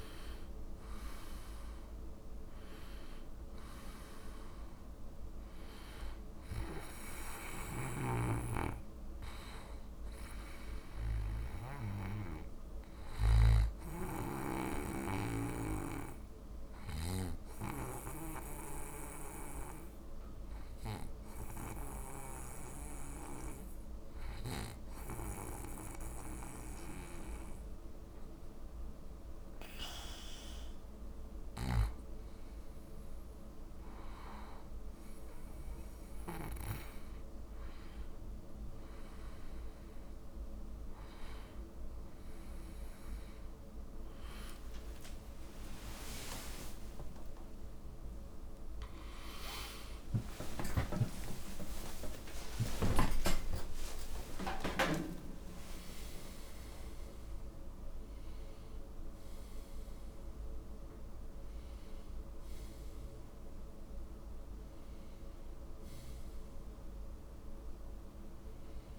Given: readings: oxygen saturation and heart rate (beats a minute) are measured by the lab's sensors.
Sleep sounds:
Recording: a person awake in a sleep study, by a room microphone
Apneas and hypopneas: 1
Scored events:
0.00-32.50 s: oxygen desaturation (device-marked, oxygen 86% lowest, heart rate 51 extreme)
15.50-31.00 s: obstructive apnea (oxygen 97% before, 86% lowest, heart rate 56 before, 52 extreme, up 3 after)
32.50-68.99 s: new sleep stage, awake
From the record:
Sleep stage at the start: N2 (light sleep)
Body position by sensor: on the back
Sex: male

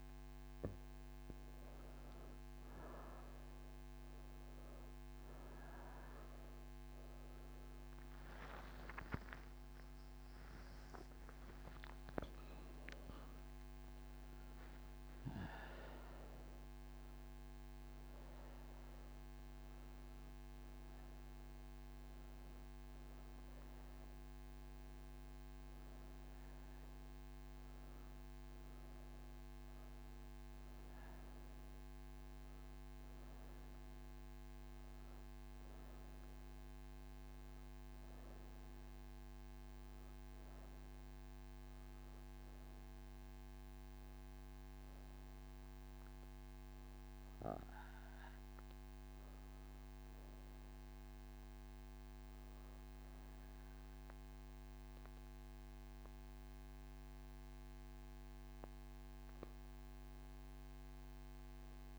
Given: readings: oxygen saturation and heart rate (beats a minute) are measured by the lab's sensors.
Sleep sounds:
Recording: breathing in sleep, hard to hear, by a microphone on the trachea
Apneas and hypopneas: none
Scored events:
3.00-17.00 s: oxygen desaturation (device-marked, oxygen 98% before, 93% lowest, heart rate 176 before, 64 extreme)
40.00-57.00 s: oxygen desaturation (device-marked, oxygen 93% before, 88% lowest, heart rate 104 before, 59 extreme)
From the record:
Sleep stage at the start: N2 (light sleep)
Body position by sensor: on the right side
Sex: female

